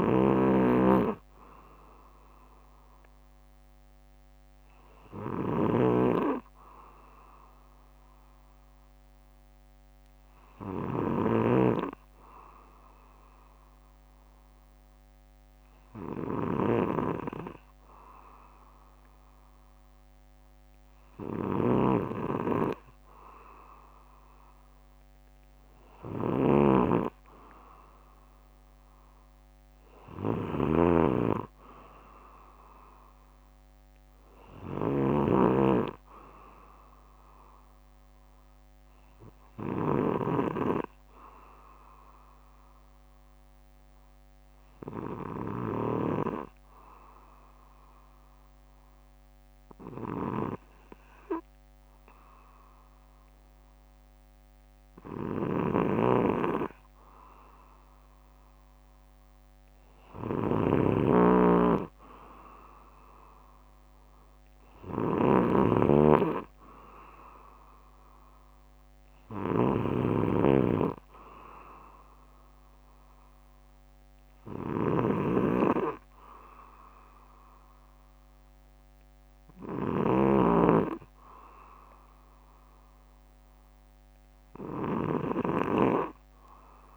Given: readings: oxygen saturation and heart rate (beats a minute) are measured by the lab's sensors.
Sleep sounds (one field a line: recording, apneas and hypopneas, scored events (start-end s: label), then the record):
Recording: breathing in sleep by a microphone on the trachea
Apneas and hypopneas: 1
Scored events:
0.00-11.50 s: snoring (device-marked)
5.00-7.00 s: bradycardia (device-marked, heart rate 62 before, 63 extreme)
11.00-18.00 s: bradycardia (device-marked, heart rate 62 before, 59 extreme)
21.50-40.00 s: snoring (device-marked)
44.50-56.50 s: obstructive apnea (oxygen 95% before, 92% lowest, heart rate 65 before, 57 extreme, up 5 after)
45.00-47.00 s: bradycardia (device-marked, heart rate 62 before, 64 extreme)
55.50-80.50 s: snoring (device-marked)
59.50-63.00 s: arousal
61.00-63.00 s: bradycardia (device-marked, heart rate 62 before, 62 extreme)
From the record:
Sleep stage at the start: N2 (light sleep)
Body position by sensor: on the back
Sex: male